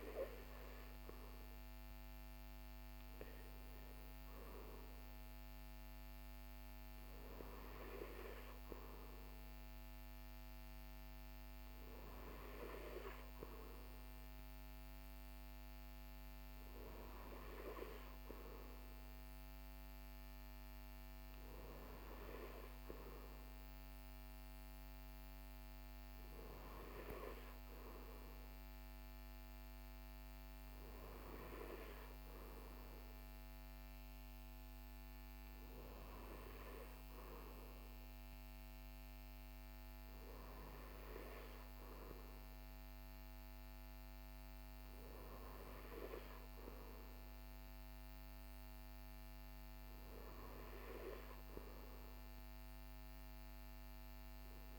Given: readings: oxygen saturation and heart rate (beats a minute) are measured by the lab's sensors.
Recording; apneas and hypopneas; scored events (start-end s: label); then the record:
breathing in sleep by a microphone on the trachea; none
none scored
From the record:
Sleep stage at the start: N3 (deep sleep); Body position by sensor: on the right side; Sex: male